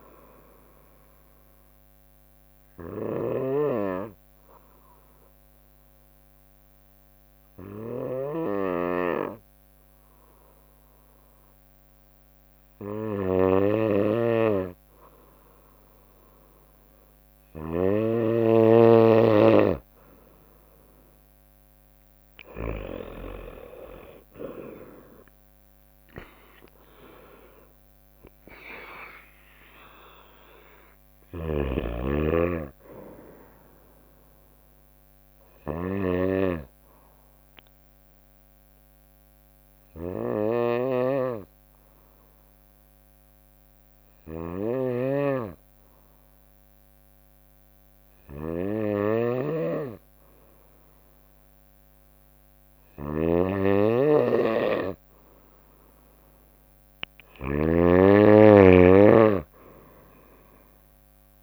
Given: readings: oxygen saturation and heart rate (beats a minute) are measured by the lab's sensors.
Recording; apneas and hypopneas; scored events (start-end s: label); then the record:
breathing in sleep by a microphone on the trachea; 2
0.00-2.50 s: drop in pulse transit time (device-marked, heart rate 62 extreme)
0.00-15.50 s: bradycardia (device-marked, heart rate 52 extreme)
0.00-18.00 s: snoring (device-marked)
0.50-17.50 s: obstructive apnea (oxygen 98% before, 93% lowest, heart rate 78 before, 52 extreme, up 6 after)
16.50-19.50 s: bradycardia (device-marked, heart rate 66 before, 59 extreme)
21.50-25.50 s: arousal
24.50-36.50 s: drop in pulse transit time (device-marked, heart rate 57 before, 61 extreme)
25.50-38.50 s: oxygen desaturation (device-marked, oxygen 97% before, 93% lowest, heart rate 58 before, 56 extreme)
31.00-57.50 s: snoring (device-marked)
33.50-45.50 s: bradycardia (device-marked, heart rate 66 before, 56 extreme)
36.50-56.00 s: obstructive apnea (oxygen 97% before, 93% lowest, heart rate 62 before, 58 extreme, up 31 after)
57.50-61.43 s: oxygen desaturation (device-marked, oxygen 97% before, 93% lowest, heart rate 59 before, 58 extreme)
59.00-61.43 s: arousal
From the record:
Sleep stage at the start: N2 (light sleep); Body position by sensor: on the right side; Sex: female